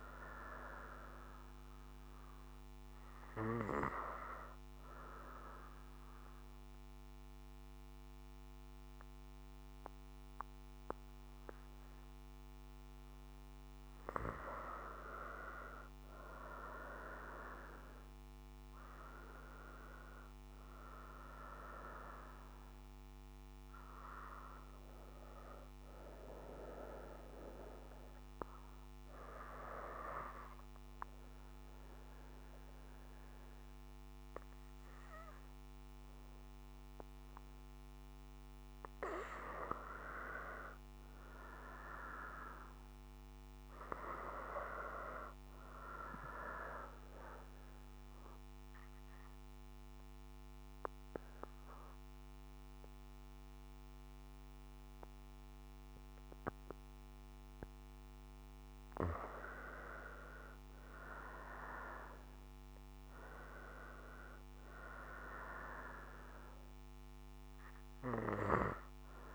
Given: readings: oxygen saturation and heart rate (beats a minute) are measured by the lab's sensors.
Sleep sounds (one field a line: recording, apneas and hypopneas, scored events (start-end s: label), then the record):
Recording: breathing in sleep by a microphone on the trachea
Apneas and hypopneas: 1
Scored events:
0.00-1.00 s: arousal
2.50-18.50 s: oxygen desaturation (device-marked, oxygen 91% before, 86% lowest, heart rate 59 before, 56 extreme)
14.50-20.00 s: arousal
25.50-43.50 s: oxygen desaturation (device-marked, oxygen 90% before, 84% lowest, heart rate 61 before, 56 extreme)
48.00-59.00 s: obstructive apnea (oxygen 91% before, 84% lowest, heart rate 58 before, 59 extreme, up 4 after)
50.50-64.50 s: oxygen desaturation (device-marked, oxygen 91% before, 85% lowest, heart rate 58 before, 59 extreme)
60.50-64.50 s: arousal
From the record:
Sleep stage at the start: N2 (light sleep)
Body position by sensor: on the right side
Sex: female